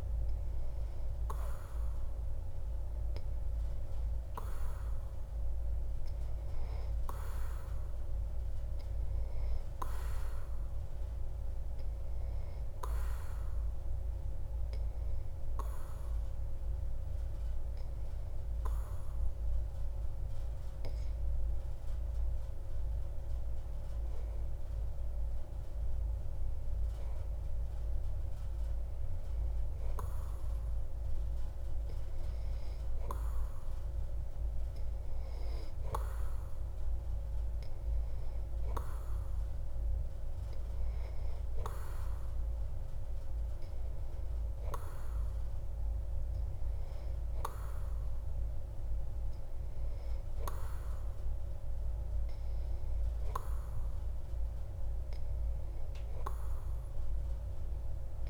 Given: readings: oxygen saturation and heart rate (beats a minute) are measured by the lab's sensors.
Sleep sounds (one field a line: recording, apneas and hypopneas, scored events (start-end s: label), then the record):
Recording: breathing in sleep by a room microphone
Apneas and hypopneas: none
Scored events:
none scored
From the record:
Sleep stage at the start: N2 (light sleep)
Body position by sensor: on the back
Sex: male